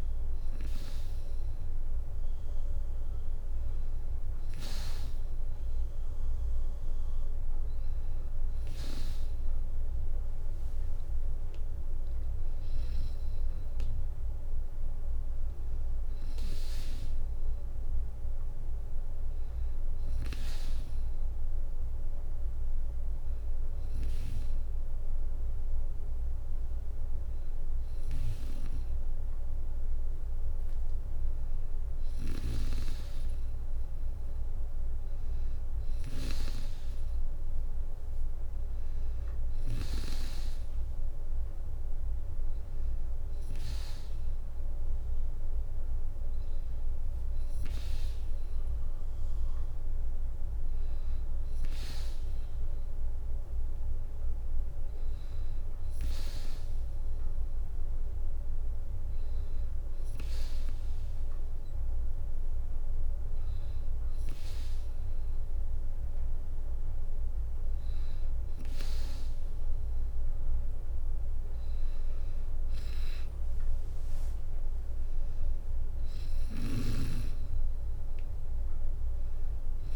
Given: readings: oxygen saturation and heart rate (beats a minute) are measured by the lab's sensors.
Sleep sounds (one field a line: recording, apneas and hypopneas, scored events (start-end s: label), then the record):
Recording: breathing in sleep by a room microphone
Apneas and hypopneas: none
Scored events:
73.00-79.96 s: drop in pulse transit time (device-marked, heart rate 61 before, 59 extreme)
75.50-79.00 s: arousal
From the record:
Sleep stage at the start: N2 (light sleep)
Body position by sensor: on the back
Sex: female